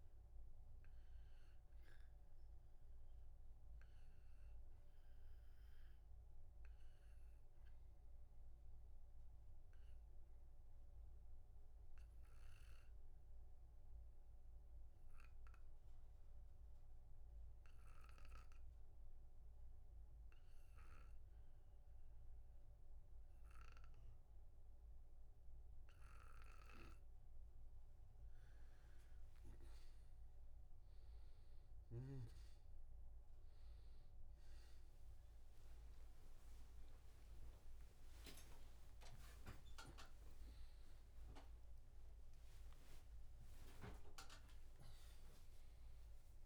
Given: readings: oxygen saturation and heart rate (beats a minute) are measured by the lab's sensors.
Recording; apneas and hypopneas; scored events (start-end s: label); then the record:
breathing in sleep by a room microphone; 1
1.50-26.00 s: obstructive apnea (oxygen 96% before, 93% lowest, heart rate 64 before, 61 extreme, up 7 after)
38.00-46.46 s: new sleep stage, awake
From the record:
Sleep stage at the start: N2 (light sleep); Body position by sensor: on the back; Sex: male